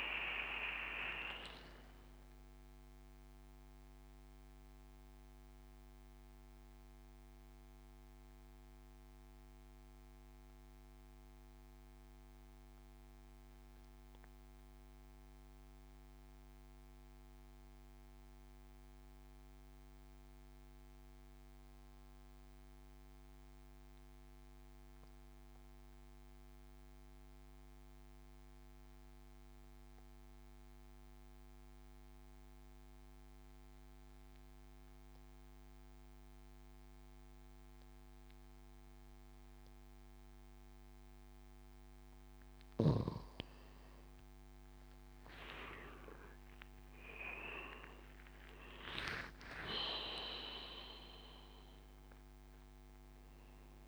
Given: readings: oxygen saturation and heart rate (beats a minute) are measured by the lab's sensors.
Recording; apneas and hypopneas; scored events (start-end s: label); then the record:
breathing in sleep by a microphone on the trachea; 1
0.00-3.50 s: oxygen desaturation (device-marked, oxygen 91% lowest, heart rate 64 extreme)
3.50-41.50 s: mixed apnea (oxygen 95% before, 87% lowest, heart rate 82 before, 61 extreme, up 13 after)
32.50-53.88 s: oxygen desaturation (device-marked, oxygen 100% before, 87% lowest, heart rate 72 before, 61 extreme)
45.50-49.00 s: arousal
From the record:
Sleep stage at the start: N2 (light sleep); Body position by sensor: on the back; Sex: male